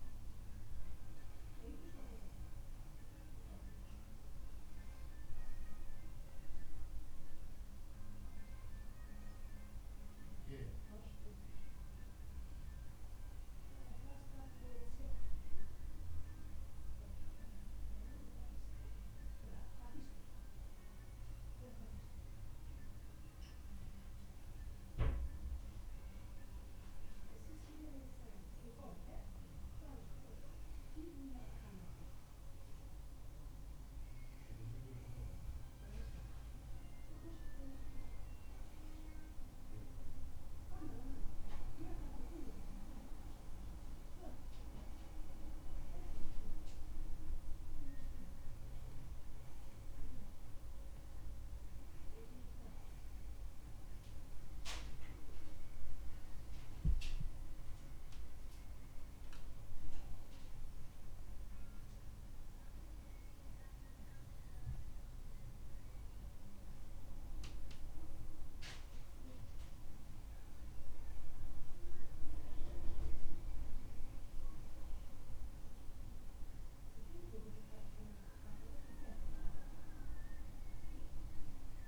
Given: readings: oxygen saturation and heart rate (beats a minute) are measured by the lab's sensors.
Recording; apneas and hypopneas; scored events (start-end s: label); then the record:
breathing in sleep by a room microphone; 1
11.00-24.00 s: hypopnea (oxygen 98% before, 96% lowest)
26.00-31.00 s: arousal
From the record:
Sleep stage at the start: N2 (light sleep); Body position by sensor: on the back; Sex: male